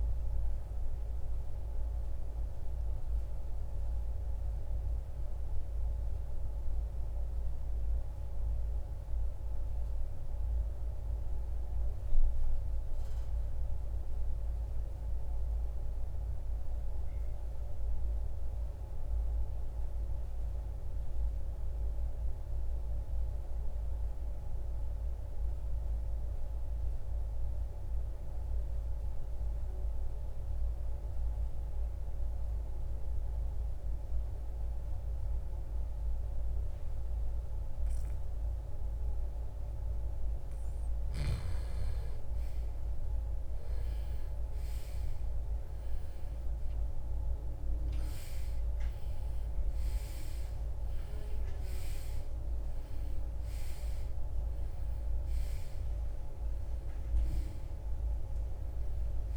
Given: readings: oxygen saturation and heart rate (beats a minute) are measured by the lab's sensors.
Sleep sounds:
breathing in sleep, hard to hear, by a room microphone; 1
4.00-30.00 s: oxygen desaturation (device-marked, oxygen 95% before, 81% lowest, heart rate 72 before, 52 extreme)
10.00-40.50 s: mixed apnea (oxygen 97% before, 81% lowest, heart rate 76 before, 52 extreme, up 19 after)
43.50-49.50 s: arousal
From the record:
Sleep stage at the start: N2 (light sleep); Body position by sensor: on the right side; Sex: male

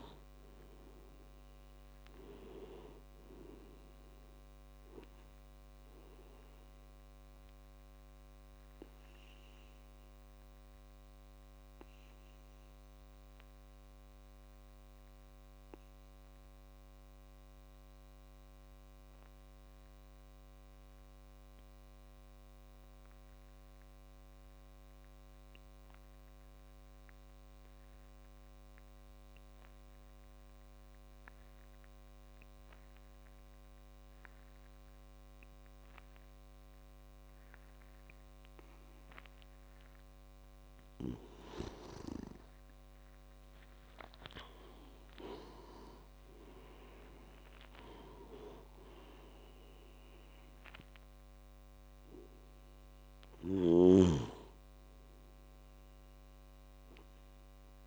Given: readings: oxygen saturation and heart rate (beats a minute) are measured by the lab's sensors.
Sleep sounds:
breathing in sleep by a microphone on the trachea; 1
0.00-18.00 s: oxygen desaturation (device-marked, oxygen 89% lowest)
7.00-40.00 s: obstructive apnea (oxygen 98% before, 87% lowest)
32.00-57.87 s: oxygen desaturation (device-marked, oxygen 98% before, 87% lowest)
41.50-45.00 s: arousal
From the record:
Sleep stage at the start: N2 (light sleep); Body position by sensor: on the back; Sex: male

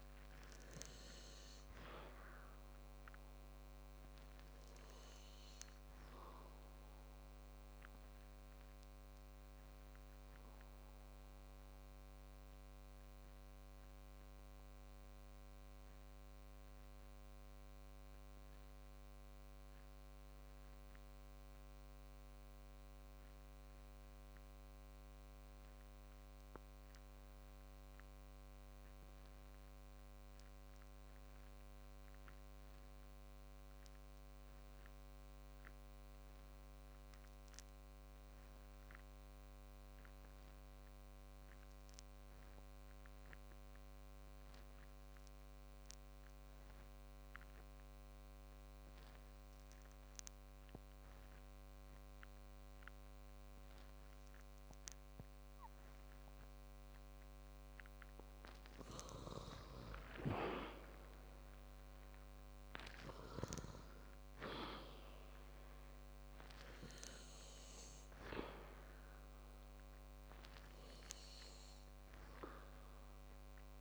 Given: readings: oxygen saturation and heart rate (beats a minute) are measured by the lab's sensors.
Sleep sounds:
breathing in sleep by a microphone on the trachea; 1
5.50-73.81 s: new sleep stage, REM sleep
11.00-58.00 s: obstructive apnea (oxygen 100% before, 91% lowest, heart rate 65 before, 46 extreme, up 20 after)
60.00-64.00 s: arousal
From the record:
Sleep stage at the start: N2 (light sleep); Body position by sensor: on the back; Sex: male

